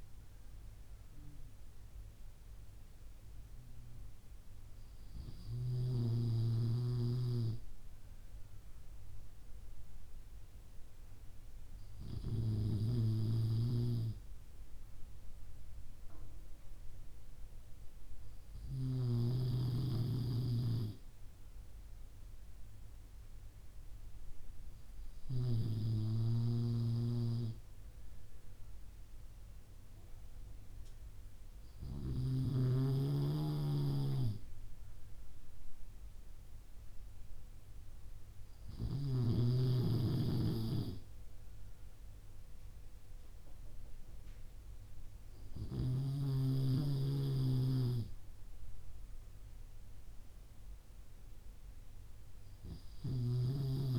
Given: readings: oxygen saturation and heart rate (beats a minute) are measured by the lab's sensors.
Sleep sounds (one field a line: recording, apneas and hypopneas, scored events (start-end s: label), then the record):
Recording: breathing in sleep by a room microphone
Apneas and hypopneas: none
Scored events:
none scored
From the record:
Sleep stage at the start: N3 (deep sleep)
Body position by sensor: on the back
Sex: male